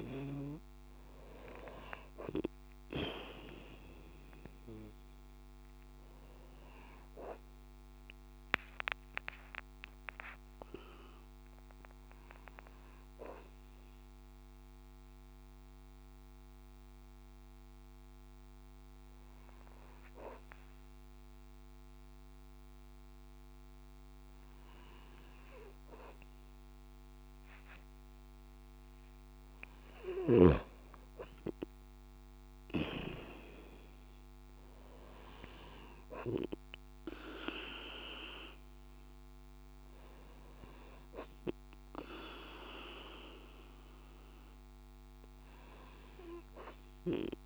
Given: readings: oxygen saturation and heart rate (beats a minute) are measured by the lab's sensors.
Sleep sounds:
breathing in sleep by a microphone on the trachea; 1
0.50-2.50 s: long interval between heartbeats (device-marked)
8.00-20.00 s: hypopnea (oxygen 95% before, 93% lowest)
24.00-28.00 s: arousal
From the record:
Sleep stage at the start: N2 (light sleep); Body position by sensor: on the right side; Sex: female

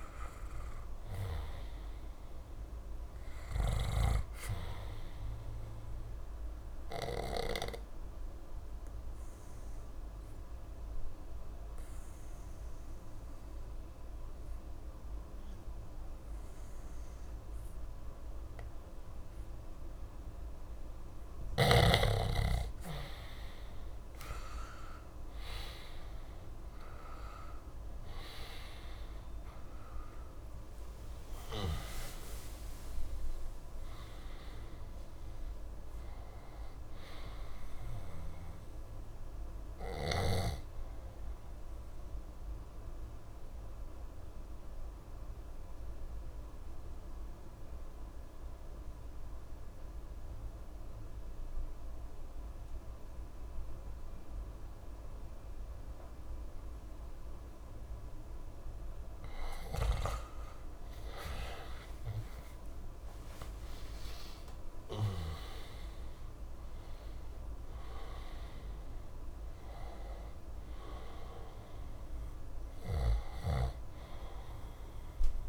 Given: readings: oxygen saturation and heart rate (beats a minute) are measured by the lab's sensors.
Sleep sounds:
breathing in sleep by a room microphone; 2
0.00-6.50 s: oxygen desaturation (device-marked, oxygen 88% lowest, heart rate 61 extreme)
6.50-22.50 s: obstructive apnea (oxygen 94% before, 88% lowest, heart rate 63 before, 61 extreme, up 5 after)
25.50-30.50 s: arousal
28.50-58.50 s: oxygen desaturation (device-marked, oxygen 94% before, 88% lowest, heart rate 62 before, 60 extreme)
41.00-58.00 s: obstructive apnea (oxygen 95% before, 88% lowest, heart rate 65 before, 60 extreme, up 3 after)
61.50-66.50 s: arousal
68.50-75.49 s: oxygen desaturation (device-marked, oxygen 97% before, 89% lowest, heart rate 61 before, 59 extreme)
From the record:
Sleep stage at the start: N2 (light sleep); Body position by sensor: on the back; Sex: male

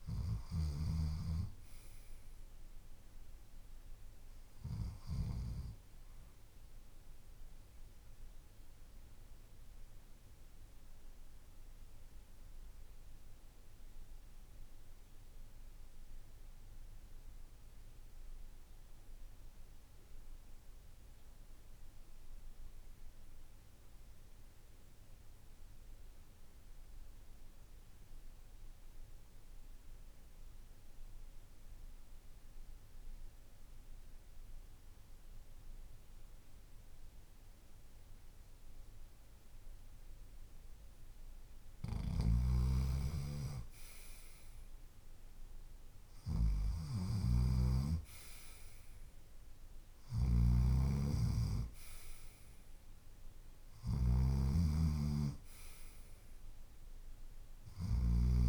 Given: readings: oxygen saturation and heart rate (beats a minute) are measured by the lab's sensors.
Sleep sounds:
breathing in sleep by a room microphone; 1
0.00-13.00 s: oxygen desaturation (device-marked, oxygen 88% lowest, heart rate 50 extreme)
7.50-40.50 s: obstructive apnea (oxygen 96% before, 88% lowest, heart rate 55 before, 50 extreme, up 5 after)
41.50-58.49 s: snoring (device-marked)
43.00-46.50 s: arousal
From the record:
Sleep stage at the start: REM sleep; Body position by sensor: on the left side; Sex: male

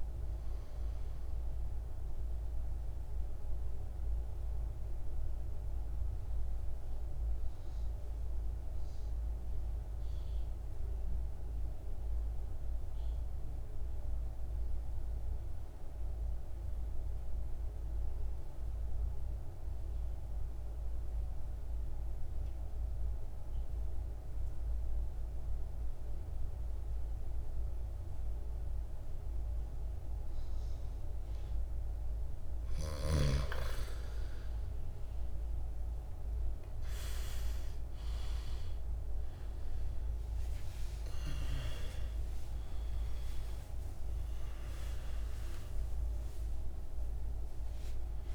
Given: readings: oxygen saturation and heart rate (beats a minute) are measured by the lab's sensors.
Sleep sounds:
breathing in sleep, hard to hear, by a room microphone; 1
0.00-15.00 s: oxygen desaturation (device-marked, oxygen 87% lowest, heart rate 50 extreme)
1.50-32.00 s: mixed apnea (oxygen 100% before, 78% lowest, heart rate 62 before, 50 extreme, up 15 after)
23.00-48.35 s: oxygen desaturation (device-marked, oxygen 99% before, 82% lowest, heart rate 52 before, 53 extreme)
37.00-42.00 s: arousal
From the record:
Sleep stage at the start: N2 (light sleep); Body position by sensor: on the back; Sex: male

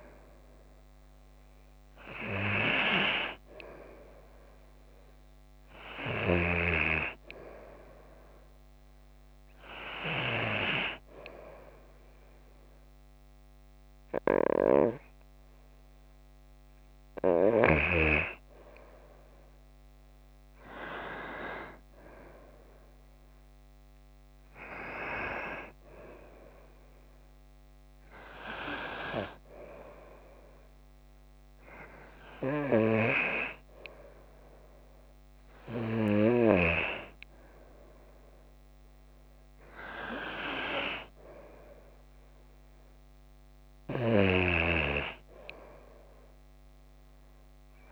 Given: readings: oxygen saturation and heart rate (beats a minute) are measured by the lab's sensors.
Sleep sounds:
breathing in sleep by a microphone on the trachea; none
none scored
From the record:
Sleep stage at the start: N2 (light sleep); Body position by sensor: on the back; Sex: female

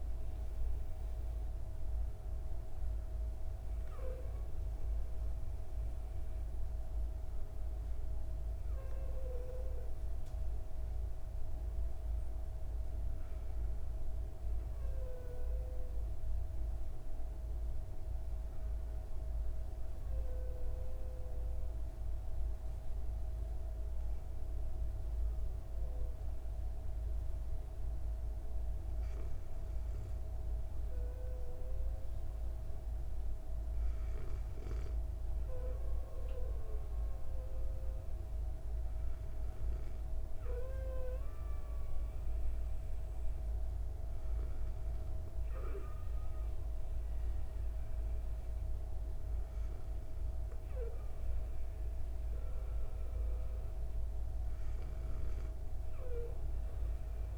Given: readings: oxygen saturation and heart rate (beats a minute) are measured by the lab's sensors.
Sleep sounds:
breathing in sleep by a room microphone; none
none scored
From the record:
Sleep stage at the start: N2 (light sleep); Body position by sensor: on the back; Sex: female

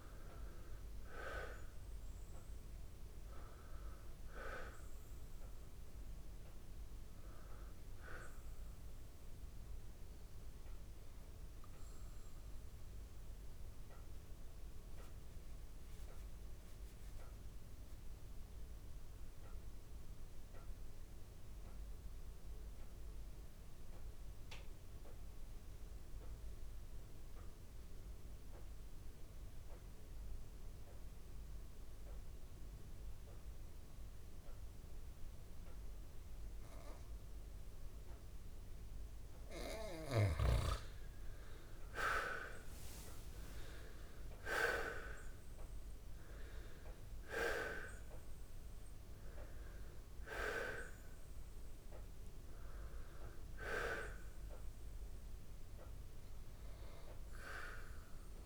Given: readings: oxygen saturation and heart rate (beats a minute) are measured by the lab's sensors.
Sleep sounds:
breathing in sleep by a room microphone; 1
0.00-16.00 s: oxygen desaturation (device-marked, oxygen 85% lowest, heart rate 66 extreme)
11.50-40.00 s: obstructive apnea (oxygen 97% before, 84% lowest, heart rate 69 before, 66 extreme, up 13 after)
34.00-58.46 s: oxygen desaturation (device-marked, oxygen 98% before, 84% lowest, heart rate 68 before, 65 extreme)
42.00-46.50 s: arousal
From the record:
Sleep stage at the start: N2 (light sleep); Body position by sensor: on the back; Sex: male

